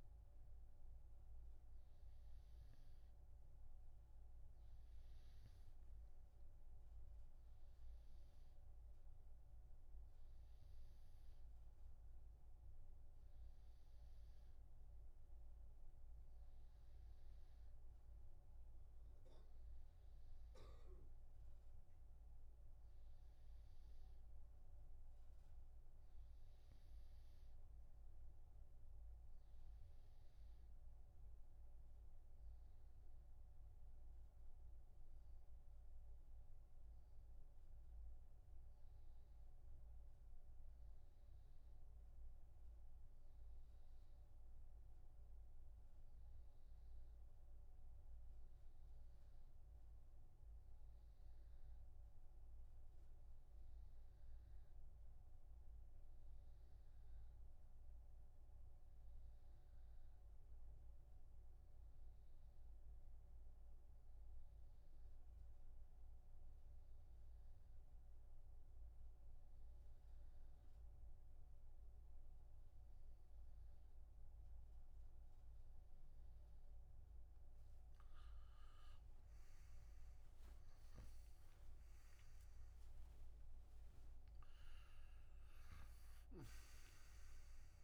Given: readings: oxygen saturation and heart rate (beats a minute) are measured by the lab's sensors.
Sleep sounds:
breathing in sleep, hard to hear, by a room microphone; 1
17.00-77.00 s: new sleep stage, REM sleep
38.50-77.00 s: hypopnea (oxygen 93% before, 87% lowest)
77.00-87.84 s: new sleep stage, N2 (light sleep)
From the record:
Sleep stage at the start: N2 (light sleep); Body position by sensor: on the right side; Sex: male

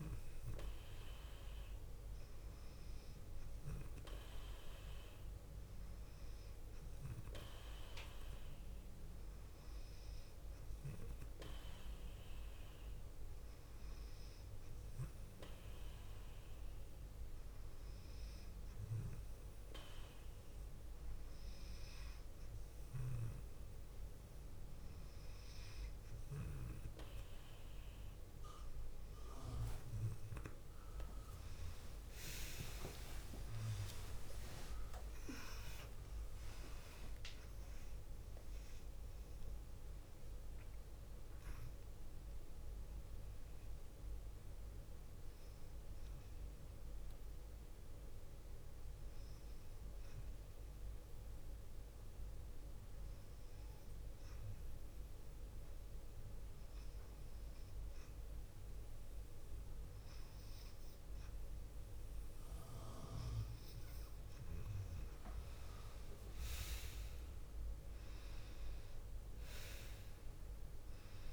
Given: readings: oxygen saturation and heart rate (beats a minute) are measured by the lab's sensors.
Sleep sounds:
breathing in sleep by a room microphone; 1
33.00-37.50 s: arousal
42.00-60.50 s: hypopnea (oxygen 96% before, 94% lowest, heart rate 57 before, 47 extreme, up 6 after)
67.00-70.50 s: arousal
From the record:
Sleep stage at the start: N2 (light sleep); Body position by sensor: on the left side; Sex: female

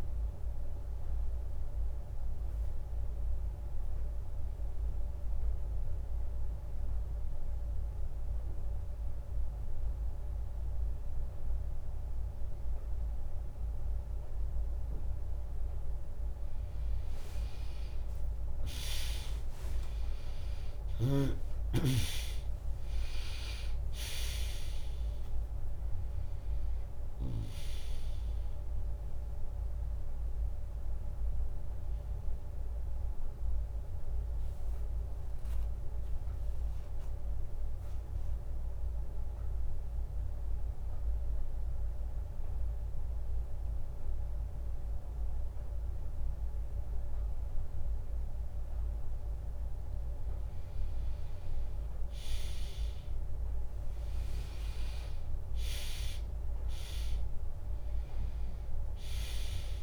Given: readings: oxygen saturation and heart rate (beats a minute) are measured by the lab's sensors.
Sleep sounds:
breathing in sleep by a room microphone; 2
1.50-16.50 s: mixed apnea (oxygen 99% before, 95% lowest, heart rate 75 before, 59 extreme, up 2 after)
15.00-17.00 s: bradycardia (device-marked, heart rate 82 before, 64 extreme)
19.00-23.50 s: arousal
23.00-37.00 s: drop in pulse transit time (device-marked, heart rate 71 before, 65 extreme)
23.00-41.00 s: oxygen desaturation (device-marked, oxygen 99% before, 95% lowest, heart rate 71 before, 60 extreme)
32.00-49.50 s: obstructive apnea (oxygen 99% before, 95% lowest, heart rate 70 before, 60 extreme)
50.00-54.50 s: arousal
58.00-59.82 s: drop in pulse transit time (device-marked, heart rate 71 before, 64 extreme)
From the record:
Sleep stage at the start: N2 (light sleep); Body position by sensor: on the back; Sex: female

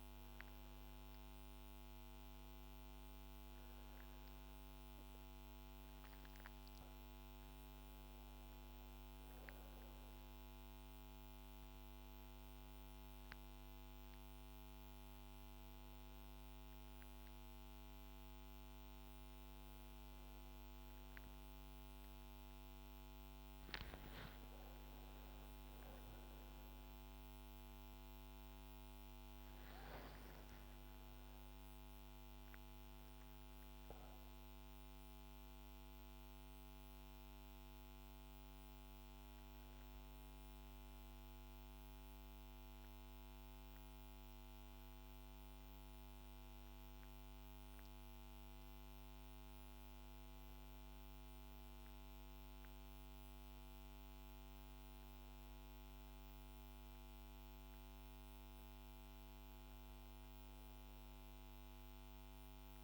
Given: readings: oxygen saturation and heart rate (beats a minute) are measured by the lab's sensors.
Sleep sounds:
breathing in sleep, hard to hear, by a microphone on the trachea; none
29.00-34.50 s: arousal
From the record:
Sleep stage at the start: N1 (lightest sleep); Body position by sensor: on the back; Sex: female

